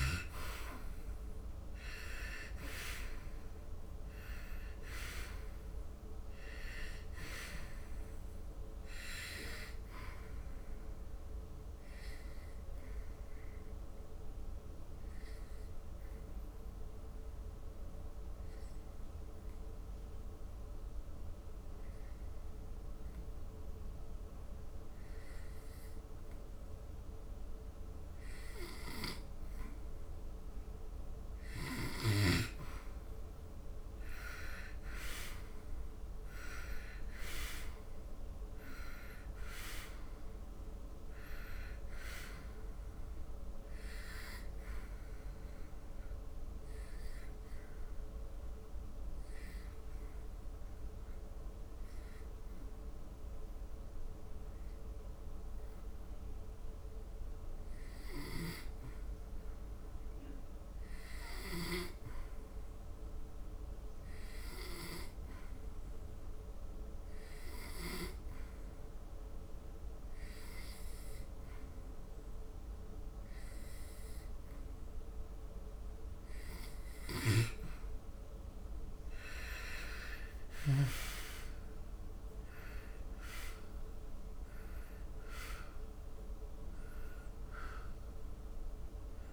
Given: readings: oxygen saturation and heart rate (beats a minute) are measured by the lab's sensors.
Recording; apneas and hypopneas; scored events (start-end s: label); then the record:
breathing in sleep by a room microphone; 2
0.00-10.00 s: oxygen desaturation (device-marked, oxygen 89% lowest, heart rate 71 extreme)
11.00-30.00 s: obstructive apnea (oxygen 93% before, 87% lowest, heart rate 76 before, 71 extreme, up 6 after)
30.00-59.00 s: oxygen desaturation (device-marked, oxygen 98% before, 87% lowest, heart rate 75 before, 66 extreme)
31.50-35.00 s: arousal
44.00-77.00 s: obstructive apnea (oxygen 98% before, 86% lowest, heart rate 75 before, 66 extreme, up 15 after)
70.00-89.33 s: oxygen desaturation (device-marked, oxygen 98% before, 87% lowest, heart rate 76 before, 69 extreme)
79.00-84.00 s: arousal
From the record:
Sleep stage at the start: N2 (light sleep); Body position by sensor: on the back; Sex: male